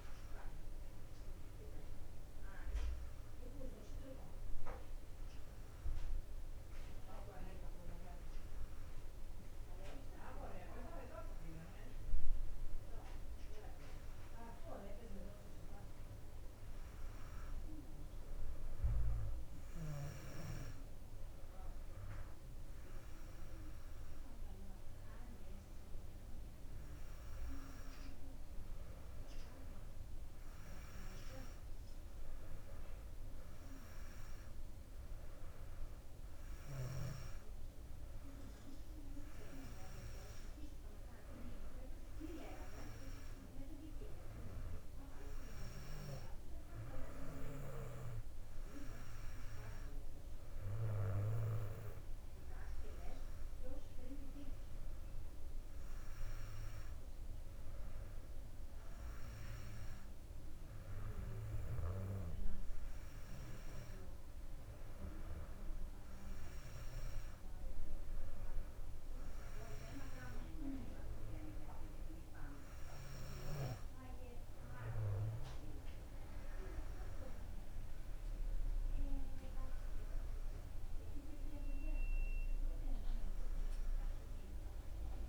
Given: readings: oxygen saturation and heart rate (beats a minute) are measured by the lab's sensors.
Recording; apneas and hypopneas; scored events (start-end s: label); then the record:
breathing in sleep by a room microphone; none
none scored
From the record:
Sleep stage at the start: N2 (light sleep); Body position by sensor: on the back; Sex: female